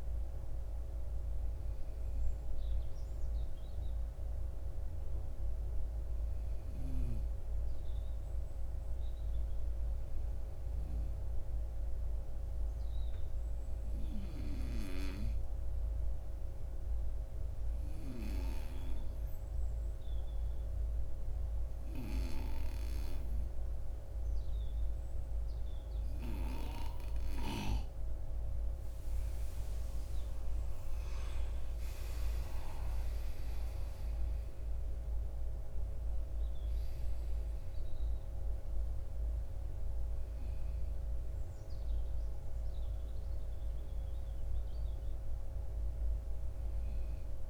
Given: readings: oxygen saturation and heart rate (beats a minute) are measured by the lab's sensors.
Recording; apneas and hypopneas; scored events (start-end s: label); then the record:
breathing in sleep by a room microphone; 1
0.00-1.50 s: oxygen desaturation (device-marked, oxygen 92% lowest, heart rate 50 extreme)
12.50-27.50 s: obstructive apnea (oxygen 98% before, 91% lowest, heart rate 54 before, 48 extreme, up 12 after)
30.50-34.00 s: arousal
32.50-47.50 s: oxygen desaturation (device-marked, oxygen 96% before, 91% lowest, heart rate 55 before, 48 extreme)
From the record:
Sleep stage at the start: N2 (light sleep); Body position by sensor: on the right side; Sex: male